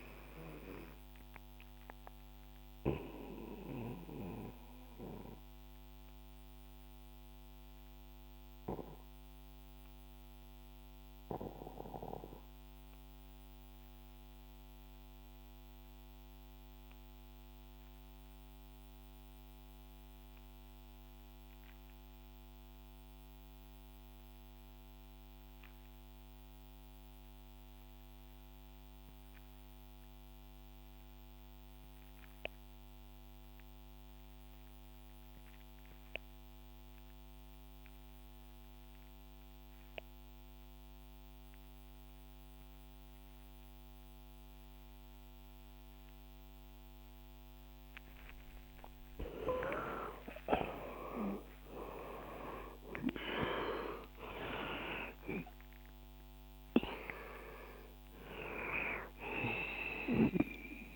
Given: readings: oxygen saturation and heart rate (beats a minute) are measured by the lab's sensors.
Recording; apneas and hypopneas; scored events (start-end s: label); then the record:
breathing in sleep by a microphone on the trachea; 1
0.00-21.50 s: oxygen desaturation (device-marked, oxygen 78% lowest, heart rate 62 extreme)
3.00-46.50 s: obstructive apnea (oxygen 96% before, 77% lowest, heart rate 69 before, 61 extreme, up 19 after)
34.50-60.96 s: oxygen desaturation (device-marked, oxygen 98% before, 77% lowest, heart rate 68 before, 60 extreme)
49.00-54.50 s: arousal
From the record:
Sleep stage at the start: REM sleep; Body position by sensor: on the back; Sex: male